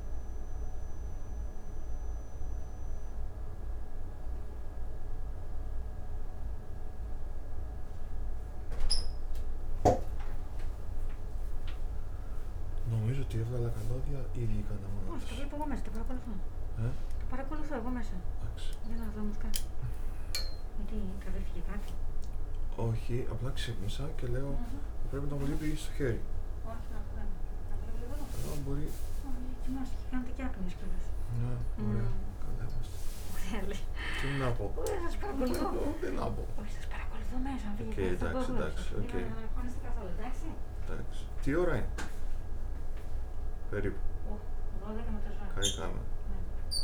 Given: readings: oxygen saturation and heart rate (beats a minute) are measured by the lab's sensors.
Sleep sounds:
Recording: a person awake in a sleep study, by a room microphone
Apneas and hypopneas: none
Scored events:
28.00-41.50 s: snoring (device-marked)
From the record:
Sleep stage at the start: awake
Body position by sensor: on the back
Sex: male

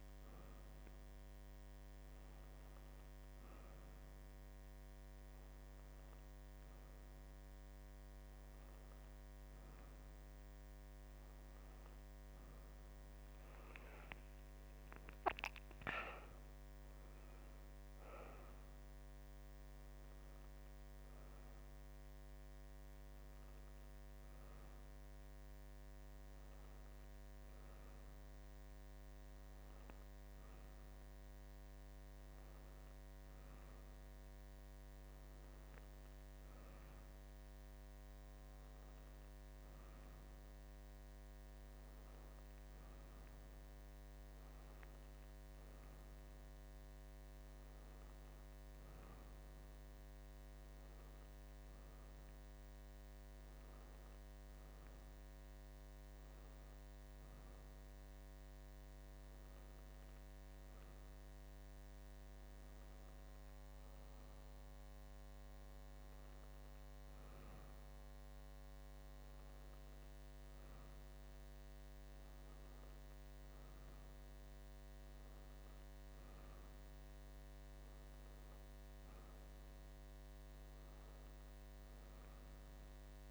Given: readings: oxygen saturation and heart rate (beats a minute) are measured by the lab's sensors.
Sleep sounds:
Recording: breathing in sleep, hard to hear, by a microphone on the trachea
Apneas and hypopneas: none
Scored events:
12.50-16.00 s: arousal
From the record:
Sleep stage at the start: N1 (lightest sleep)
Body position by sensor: on the right side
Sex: female

